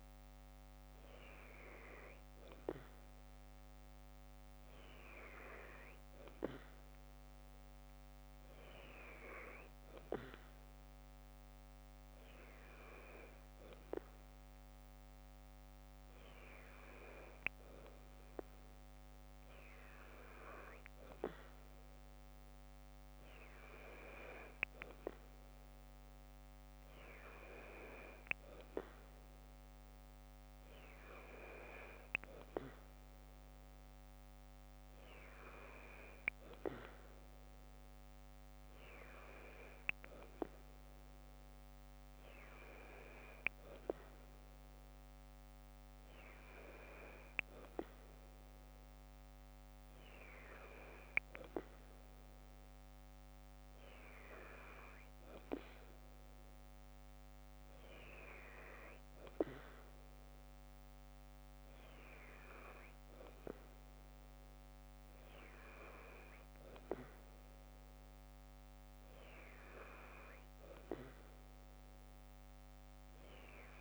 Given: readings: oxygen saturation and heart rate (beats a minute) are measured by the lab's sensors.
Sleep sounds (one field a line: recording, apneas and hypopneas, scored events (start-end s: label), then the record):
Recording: breathing in sleep by a microphone on the trachea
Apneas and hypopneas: none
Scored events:
none scored
From the record:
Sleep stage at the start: N2 (light sleep)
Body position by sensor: on the left side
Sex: female